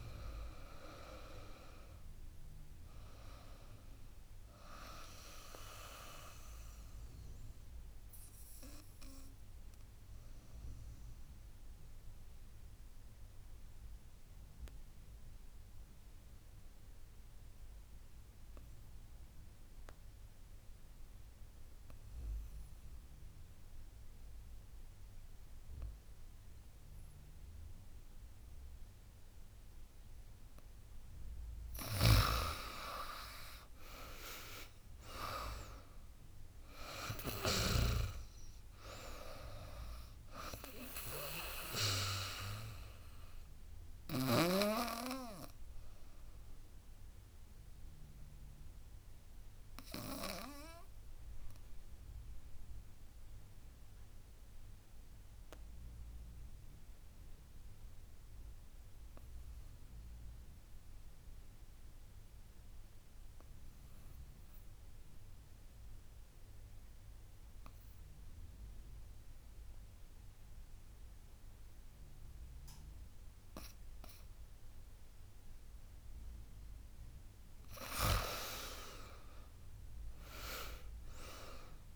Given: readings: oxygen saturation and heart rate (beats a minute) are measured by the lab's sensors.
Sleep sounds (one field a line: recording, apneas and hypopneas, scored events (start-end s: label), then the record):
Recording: breathing in sleep by a room microphone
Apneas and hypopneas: 2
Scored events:
0.00-8.50 s: drop in pulse transit time (device-marked, heart rate 74 extreme)
0.00-20.50 s: oxygen desaturation (device-marked, oxygen 92% lowest, heart rate 68 extreme)
6.50-30.00 s: obstructive apnea (oxygen 98% before, 83% lowest, heart rate 81 before, 68 extreme, up 12 after)
29.50-55.50 s: oxygen desaturation (device-marked, oxygen 99% before, 88% lowest, heart rate 75 before, 67 extreme)
31.50-36.00 s: arousal
31.50-37.50 s: snoring (device-marked)
33.50-45.50 s: drop in pulse transit time (device-marked, heart rate 77 before, 76 extreme)
44.50-77.00 s: obstructive apnea (oxygen 99% before, 82% lowest, heart rate 84 before, 67 extreme, up 22 after)
64.50-81.96 s: oxygen desaturation (device-marked, oxygen 99% before, 82% lowest, heart rate 73 before, 67 extreme)
77.50-81.96 s: drop in pulse transit time (device-marked, heart rate 76 before, 67 extreme)
79.00-81.96 s: arousal
From the record:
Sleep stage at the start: N2 (light sleep)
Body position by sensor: on the back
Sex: female